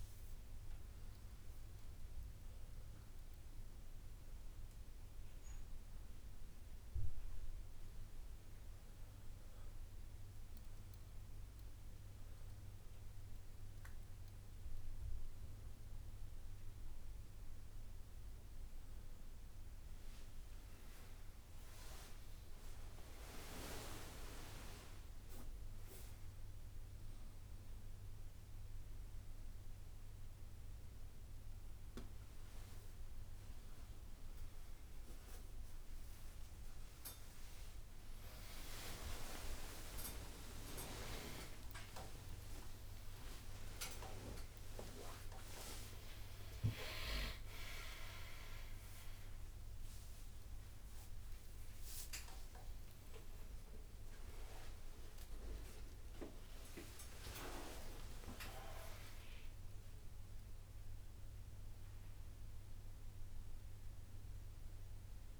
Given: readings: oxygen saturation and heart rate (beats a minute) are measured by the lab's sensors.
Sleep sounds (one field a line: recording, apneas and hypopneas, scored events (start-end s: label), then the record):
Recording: a person awake in a sleep study, by a room microphone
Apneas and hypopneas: none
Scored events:
0.00-7.00 s: drop in pulse transit time (device-marked, heart rate 70 extreme)
20.00-22.00 s: long interval between heartbeats (device-marked, heart rate 70 before, 79 extreme)
22.50-24.50 s: long interval between heartbeats (device-marked, heart rate 71 before, 98 extreme)
32.00-34.00 s: long interval between heartbeats (device-marked, heart rate 80 before, 84 extreme)
37.50-39.50 s: long interval between heartbeats (device-marked, heart rate 84 before, 87 extreme)
43.00-62.00 s: tachycardia (device-marked, heart rate 78 before, 134 extreme)
46.50-48.50 s: long interval between heartbeats (device-marked, heart rate 89 before, 118 extreme)
47.00-58.00 s: drop in pulse transit time (device-marked, heart rate 90 before, 108 extreme)
52.00-54.00 s: long interval between heartbeats (device-marked, heart rate 103 before, 110 extreme)
57.50-59.50 s: long interval between heartbeats (device-marked, heart rate 110 before, 109 extreme)
64.00-65.40 s: tachycardia (device-marked, heart rate 80 before, 111 extreme)
From the record:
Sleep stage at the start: awake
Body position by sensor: on the right side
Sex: male